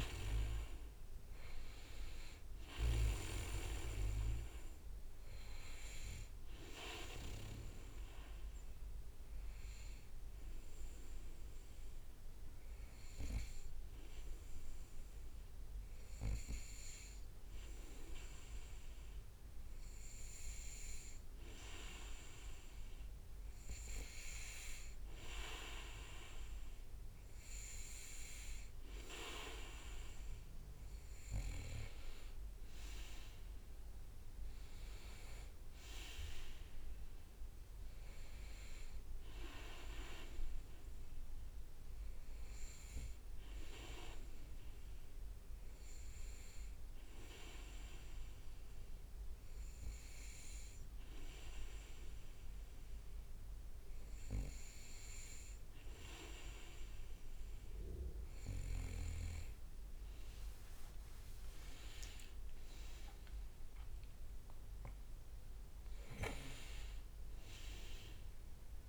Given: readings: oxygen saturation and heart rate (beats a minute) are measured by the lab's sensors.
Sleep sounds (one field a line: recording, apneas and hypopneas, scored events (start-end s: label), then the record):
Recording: breathing in sleep by a room microphone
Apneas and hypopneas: 2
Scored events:
9.50-20.50 s: hypopnea (oxygen 97% before, 95% lowest, heart rate 66 before, 62 extreme, up 1 after)
23.00-27.00 s: arousal
41.50-55.00 s: hypopnea (oxygen 97% before, 96% lowest, heart rate 64 before, 61 extreme, up 7 after)
60.00-62.50 s: leg movement (device-marked)
60.00-63.50 s: arousal
From the record:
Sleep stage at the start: N2 (light sleep)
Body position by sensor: on the back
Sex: male